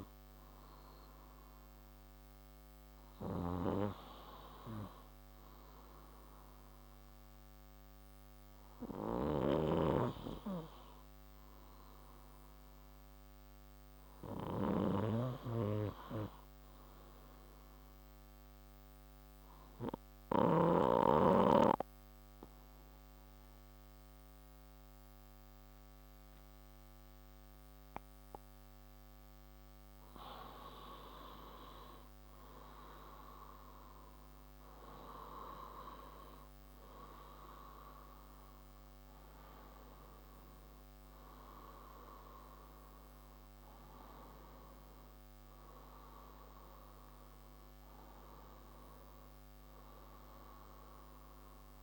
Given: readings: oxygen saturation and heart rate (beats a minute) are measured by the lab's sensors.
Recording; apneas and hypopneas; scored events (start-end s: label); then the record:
breathing in sleep by a microphone on the trachea; 1
8.00-38.00 s: new sleep stage, N2 (light sleep)
18.00-32.00 s: obstructive apnea (oxygen 96% before, 93% lowest, heart rate 51 before, 44 extreme, up 39 after)
34.00-37.50 s: arousal
38.00-51.82 s: new sleep stage, N1 (lightest sleep)
From the record:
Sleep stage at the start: N1 (lightest sleep); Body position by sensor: on the left side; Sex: male